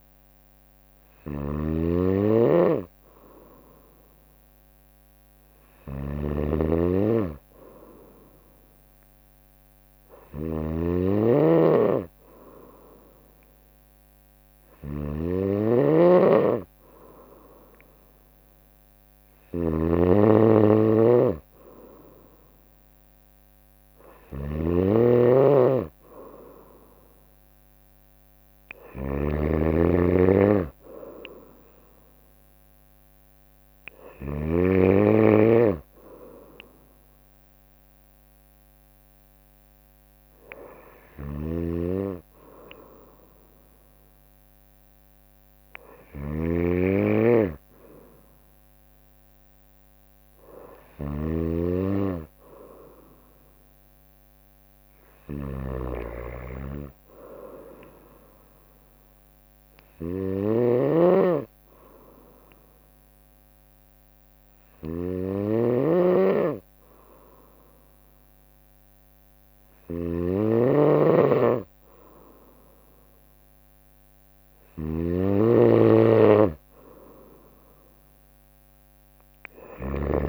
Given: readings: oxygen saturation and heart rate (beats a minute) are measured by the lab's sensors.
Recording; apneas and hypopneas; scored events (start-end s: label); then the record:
breathing in sleep by a microphone on the trachea; 1
0.00-34.50 s: snoring (device-marked)
40.50-80.00 s: snoring (device-marked)
59.00-74.50 s: obstructive apnea (oxygen 95% before, 92% lowest, heart rate 61 before, 62 extreme, up 1 after)
From the record:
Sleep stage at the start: N2 (light sleep); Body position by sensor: on the right side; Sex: female